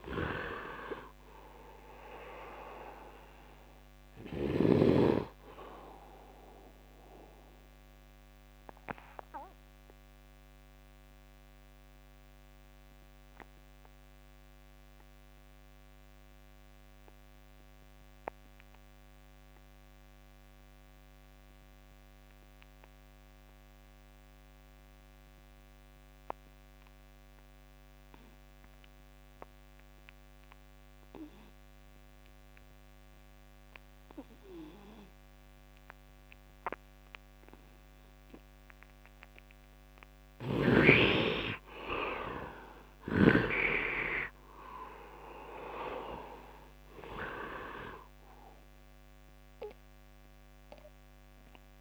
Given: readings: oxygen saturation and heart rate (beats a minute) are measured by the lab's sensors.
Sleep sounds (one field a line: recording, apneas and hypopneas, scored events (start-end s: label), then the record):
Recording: breathing in sleep by a microphone on the trachea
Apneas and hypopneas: 1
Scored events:
0.00-4.50 s: snoring (device-marked)
0.00-24.00 s: oxygen desaturation (device-marked, oxygen 63% lowest, heart rate 67 extreme)
7.50-38.00 s: obstructive apnea (oxygen 98% before, 63% lowest, heart rate 77 before, 69 extreme, up 5 after)
29.00-51.81 s: oxygen desaturation (device-marked, oxygen 99% before, 64% lowest, heart rate 71 before, 66 extreme)
41.50-45.50 s: arousal
From the record:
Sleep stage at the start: N2 (light sleep)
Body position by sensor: on the right side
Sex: male